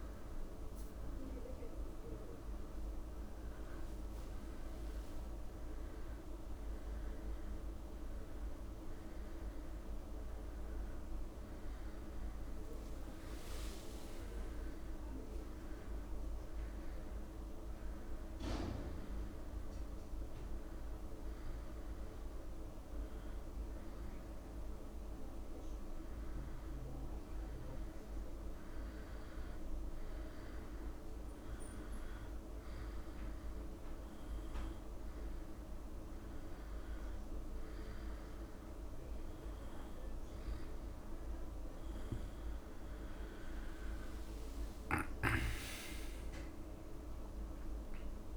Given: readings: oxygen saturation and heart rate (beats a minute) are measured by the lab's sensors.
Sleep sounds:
breathing in sleep, hard to hear, by a room microphone; 1
0.00-3.50 s: arousal
17.50-28.50 s: hypopnea (oxygen 96% before, 92% lowest, heart rate 82 before, 78 extreme, up 0 after)
30.50-33.50 s: arousal
From the record:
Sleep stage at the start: N2 (light sleep); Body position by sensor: on the back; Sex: male

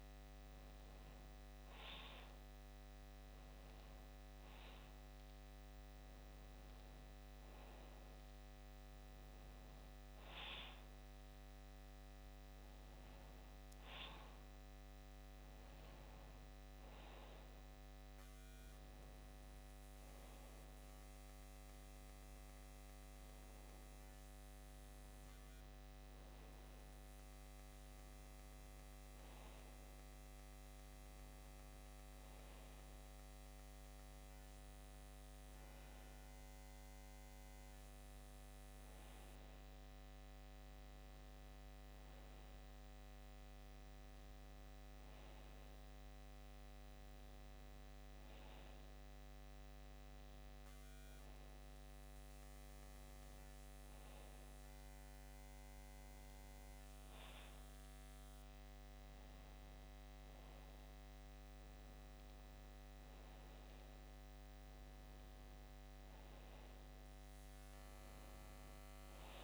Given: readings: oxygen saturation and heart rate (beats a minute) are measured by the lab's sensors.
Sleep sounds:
breathing in sleep, hard to hear, by a microphone on the trachea; none
45.50-50.50 s: bradycardia (device-marked, heart rate 68 before, 58 extreme)
46.50-48.50 s: long interval between heartbeats (device-marked, heart rate 68 before, 68 extreme)
From the record:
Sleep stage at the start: N2 (light sleep); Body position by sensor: on the back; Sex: male

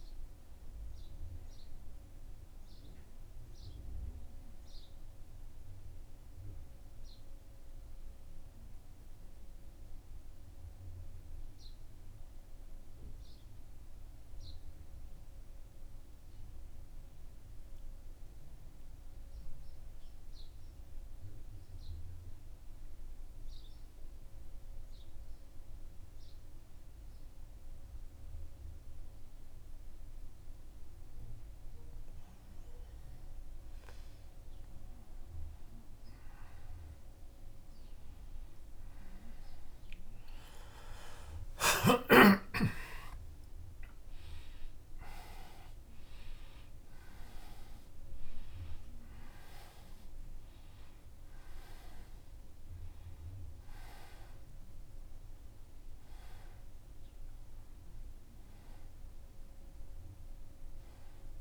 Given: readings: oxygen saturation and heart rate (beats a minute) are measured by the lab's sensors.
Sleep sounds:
breathing in sleep by a room microphone; 1
0.50-4.00 s: arousal
6.50-31.50 s: central apnea (oxygen 96% before, 88% lowest, heart rate 83 before, 81 extreme, up 0 after)
10.50-40.50 s: new sleep stage, N2 (light sleep)
15.50-37.50 s: oxygen desaturation (device-marked, oxygen 96% before, 91% lowest, heart rate 83 before, 81 extreme)
36.50-43.00 s: arousal
40.50-61.41 s: new sleep stage, N1 (lightest sleep)
From the record:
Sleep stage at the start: N1 (lightest sleep); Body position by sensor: on the back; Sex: male

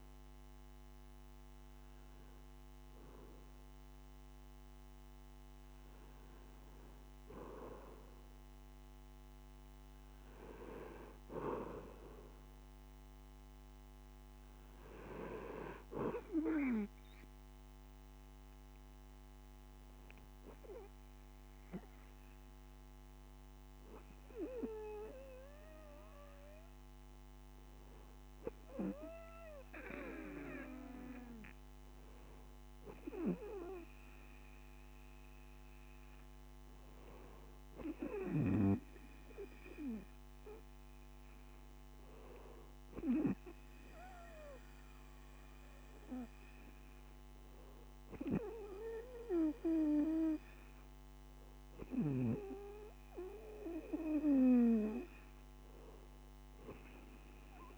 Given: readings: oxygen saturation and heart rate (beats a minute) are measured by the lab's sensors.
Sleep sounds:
breathing in sleep by a microphone on the trachea; none
none scored
From the record:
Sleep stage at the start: N2 (light sleep); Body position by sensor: on the right side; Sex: male

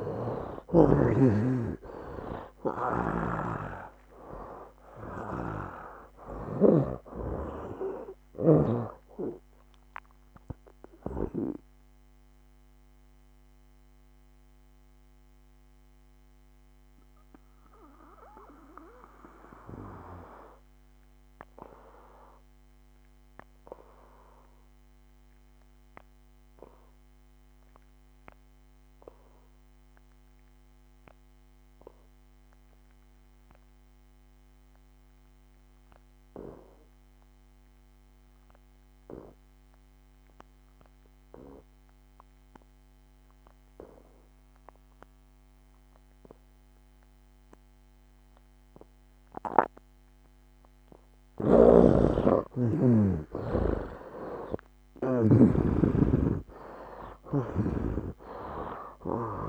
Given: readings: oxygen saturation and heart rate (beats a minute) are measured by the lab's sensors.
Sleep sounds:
breathing in sleep by a microphone on the trachea; 1
0.00-33.00 s: oxygen desaturation (device-marked, oxygen 71% lowest, heart rate 65 extreme)
2.00-6.50 s: arousal
3.00-7.00 s: snoring (device-marked)
11.00-51.50 s: mixed apnea (oxygen 98% before, 71% lowest, heart rate 75 before, 65 extreme, up 13 after)
40.00-59.48 s: oxygen desaturation (device-marked, oxygen 98% before, 74% lowest, heart rate 71 before, 66 extreme)
51.50-55.50 s: snoring (device-marked)
54.00-58.00 s: arousal
57.50-59.48 s: snoring (device-marked)
From the record:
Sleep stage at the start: N2 (light sleep); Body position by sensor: on the back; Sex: male

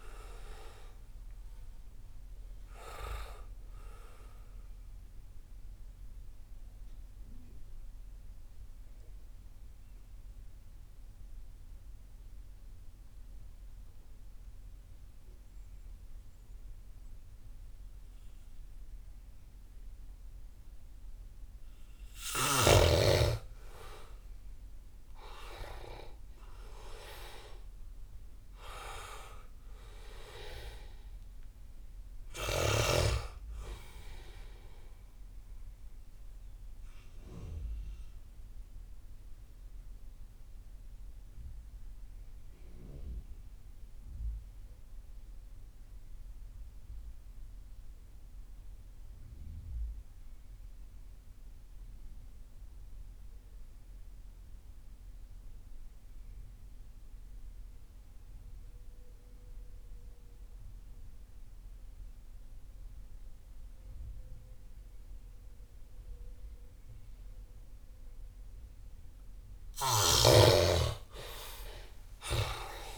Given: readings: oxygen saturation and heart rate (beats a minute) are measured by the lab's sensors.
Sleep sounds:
breathing in sleep by a room microphone; 2
0.00-17.50 s: oxygen desaturation (device-marked, oxygen 67% lowest)
5.00-22.00 s: mixed apnea (oxygen 91% before, 67% lowest)
23.00-26.00 s: arousal
27.50-45.50 s: oxygen desaturation (device-marked, oxygen 98% before, 87% lowest)
37.50-68.50 s: mixed apnea (oxygen 98% before, 78% lowest)
58.50-72.98 s: oxygen desaturation (device-marked, oxygen 98% before, 78% lowest)
70.00-72.98 s: arousal
From the record:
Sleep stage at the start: REM sleep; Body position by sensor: on the back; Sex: male

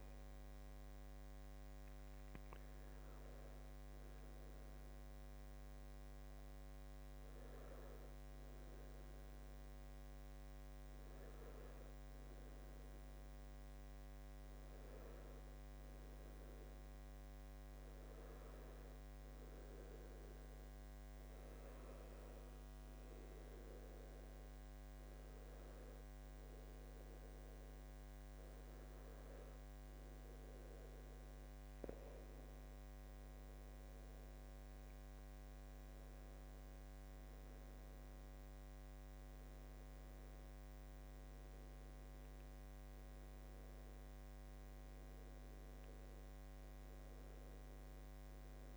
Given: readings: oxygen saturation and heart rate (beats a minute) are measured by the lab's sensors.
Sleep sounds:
breathing in sleep, hard to hear, by a microphone on the trachea; 1
0.00-7.00 s: oxygen desaturation (device-marked, oxygen 94% lowest, heart rate 70 extreme)
5.50-28.50 s: obstructive apnea (oxygen 98% before, 93% lowest, heart rate 75 before, 70 extreme, up 2 after)
31.50-35.00 s: arousal
From the record:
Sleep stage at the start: N2 (light sleep); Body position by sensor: on the back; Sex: male

